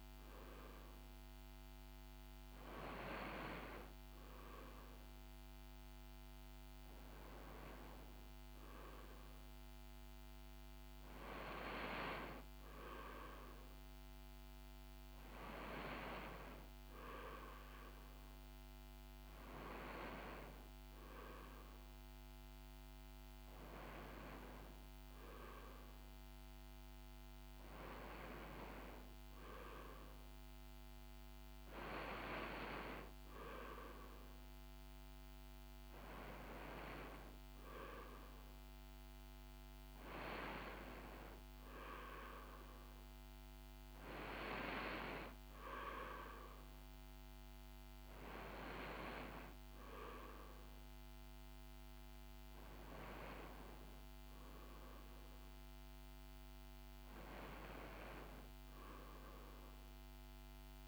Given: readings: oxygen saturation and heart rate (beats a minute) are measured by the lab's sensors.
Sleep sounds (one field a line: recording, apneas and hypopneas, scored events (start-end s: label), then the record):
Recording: breathing in sleep by a microphone on the trachea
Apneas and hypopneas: none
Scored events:
17.50-22.00 s: arousal
From the record:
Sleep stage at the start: N2 (light sleep)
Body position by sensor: on the right side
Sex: female